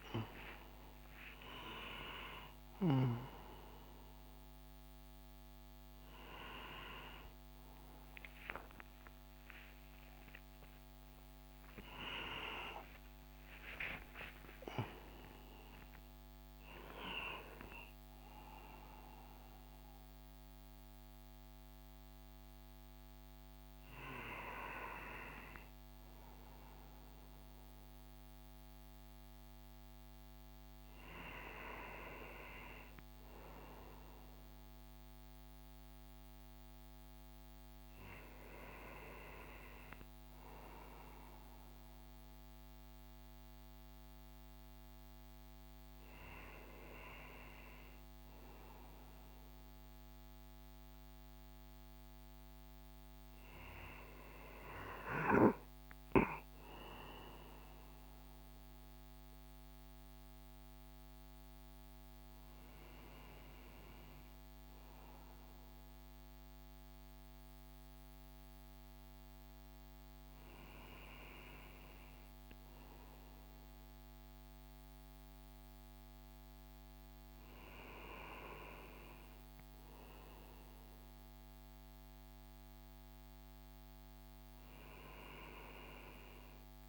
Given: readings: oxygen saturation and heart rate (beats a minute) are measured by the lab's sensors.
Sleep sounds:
a person awake in a sleep study, by a microphone on the trachea; none
0.00-6.50 s: oxygen desaturation (device-marked, oxygen 87% lowest)
85.50-86.89 s: new sleep stage, N1 (lightest sleep)
From the record:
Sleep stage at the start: awake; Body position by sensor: on the right side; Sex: male

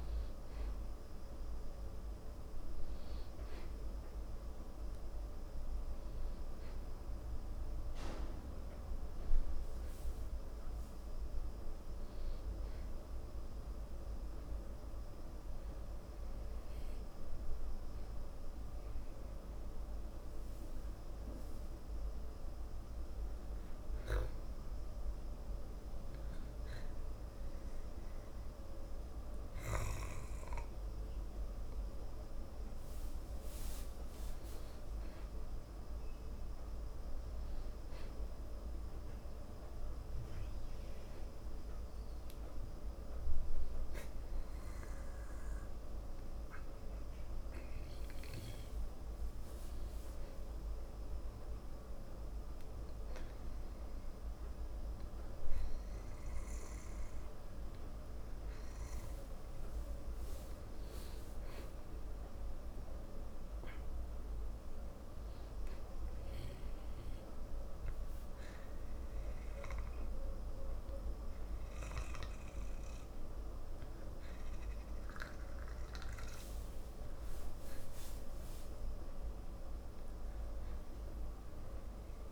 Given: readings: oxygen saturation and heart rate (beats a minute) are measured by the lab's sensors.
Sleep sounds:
breathing in sleep, hard to hear, by a room microphone; 1
24.00-35.50 s: obstructive apnea (oxygen 95% before, 93% lowest, heart rate 66 before, 55 extreme, up 17 after)
37.50-40.50 s: arousal
From the record:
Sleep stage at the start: N2 (light sleep); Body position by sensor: on the back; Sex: male

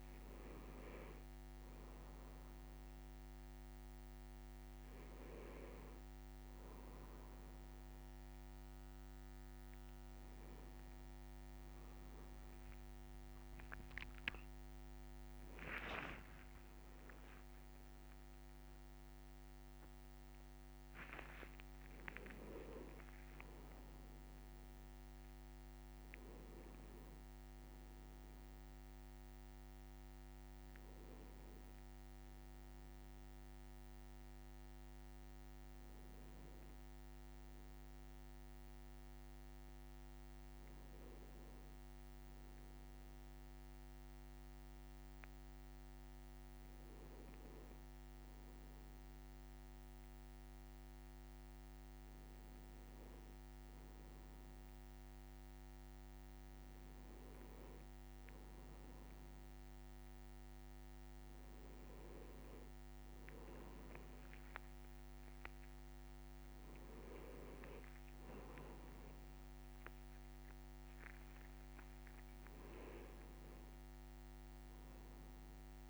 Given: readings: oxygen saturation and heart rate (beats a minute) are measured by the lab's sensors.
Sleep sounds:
a person awake in a sleep study, by a microphone on the trachea; none
71.50-73.50 s: leg movement (device-marked)
From the record:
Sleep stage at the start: awake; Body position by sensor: on the right side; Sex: male

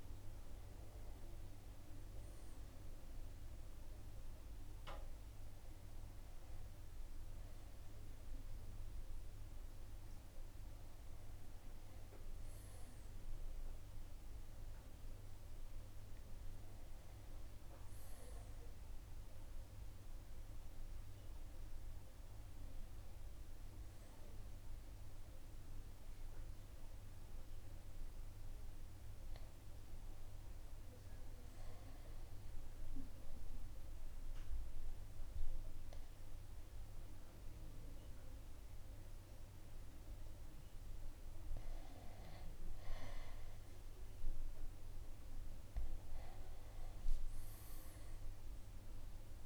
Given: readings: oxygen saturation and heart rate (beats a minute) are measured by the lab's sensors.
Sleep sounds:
a person partly awake in a sleep study, hard to hear, by a room microphone; 1
22.00-49.45 s: new sleep stage, N1 (lightest sleep)
31.50-42.00 s: obstructive apnea (oxygen 96% before, 86% lowest, heart rate 76 before, 66 extreme, up 4 after)
45.00-49.45 s: arousal
From the record:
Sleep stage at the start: awake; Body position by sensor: on the right side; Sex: male

